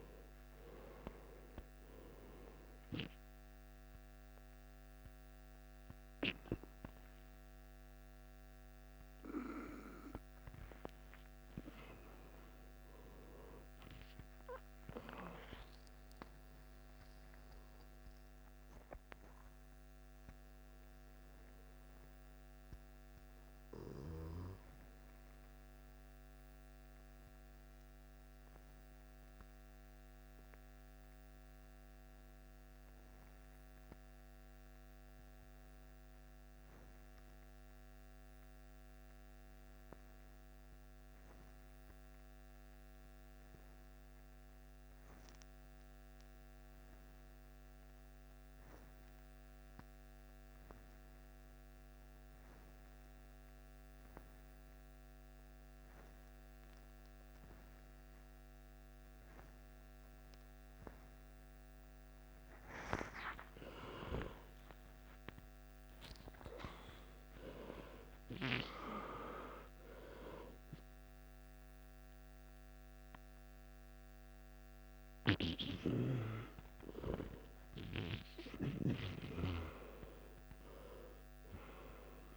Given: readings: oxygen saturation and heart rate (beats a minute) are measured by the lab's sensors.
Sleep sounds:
breathing in sleep by a microphone on the trachea; 1
0.00-2.50 s: arousal
0.00-27.00 s: oxygen desaturation (device-marked, oxygen 88% lowest, heart rate 52 extreme)
28.50-62.00 s: obstructive apnea (oxygen 95% before, 88% lowest, heart rate 65 before, 49 extreme, up 18 after)
66.00-82.37 s: new sleep stage, awake
From the record:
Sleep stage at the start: N2 (light sleep); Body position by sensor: on the back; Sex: male

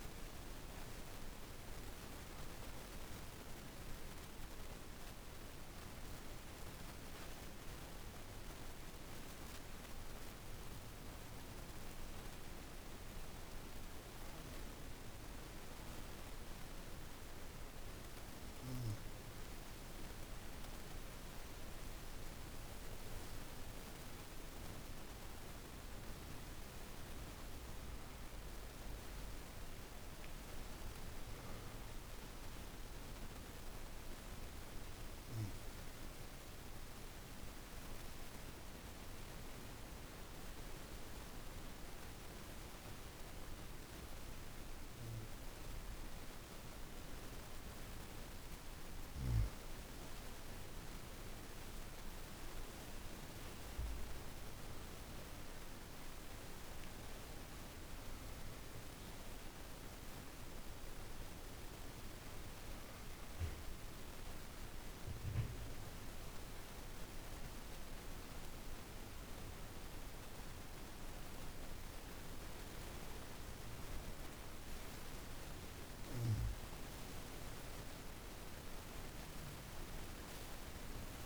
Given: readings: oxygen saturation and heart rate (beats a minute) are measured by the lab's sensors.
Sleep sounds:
breathing in sleep, hard to hear, by a room microphone; 3
0.00-9.00 s: oxygen desaturation (device-marked, oxygen 87% lowest, heart rate 51 extreme)
4.50-19.50 s: obstructive apnea (oxygen 98% before, 88% lowest, heart rate 55 before, 51 extreme, up 6 after)
20.00-45.00 s: oxygen desaturation (device-marked, oxygen 98% before, 88% lowest, heart rate 53 before, 51 extreme)
22.00-26.00 s: arousal
33.00-47.50 s: obstructive apnea (oxygen 98% before, 88% lowest, heart rate 54 before, 51 extreme, up 7 after)
50.00-53.50 s: arousal
53.00-73.00 s: oxygen desaturation (device-marked, oxygen 98% before, 89% lowest, heart rate 53 before, 50 extreme)
63.00-75.00 s: obstructive apnea (oxygen 98% before, 84% lowest, heart rate 55 before, 50 extreme, up 6 after)
77.00-80.00 s: arousal
From the record:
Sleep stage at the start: N2 (light sleep); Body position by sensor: on the back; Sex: female

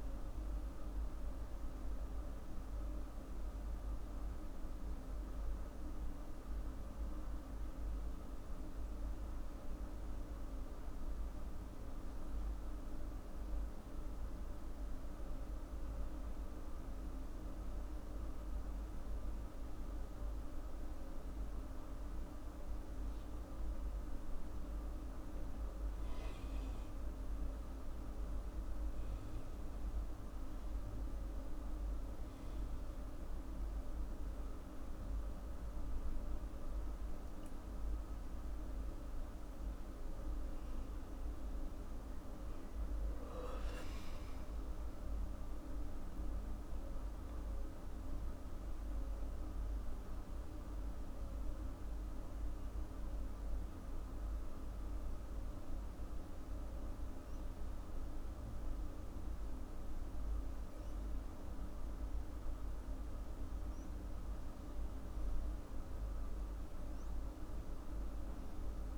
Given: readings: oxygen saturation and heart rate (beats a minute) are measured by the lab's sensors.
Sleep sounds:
breathing in sleep, hard to hear, by a room microphone; none
15.50-68.98 s: new sleep stage, N2 (light sleep)
39.00-43.00 s: arousal
From the record:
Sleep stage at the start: N1 (lightest sleep); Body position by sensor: on the back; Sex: female

